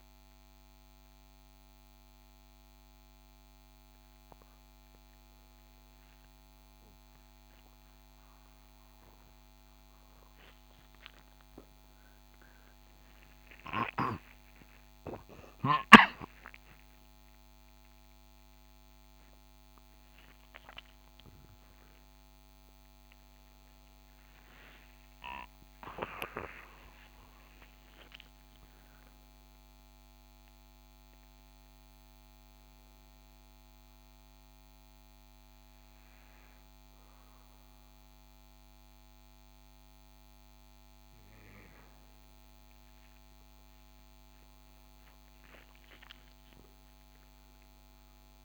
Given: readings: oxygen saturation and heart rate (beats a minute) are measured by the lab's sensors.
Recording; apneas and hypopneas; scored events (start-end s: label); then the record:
a person awake in a sleep study, by a microphone on the trachea; none
none scored
From the record:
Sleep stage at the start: awake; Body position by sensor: on the right side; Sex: male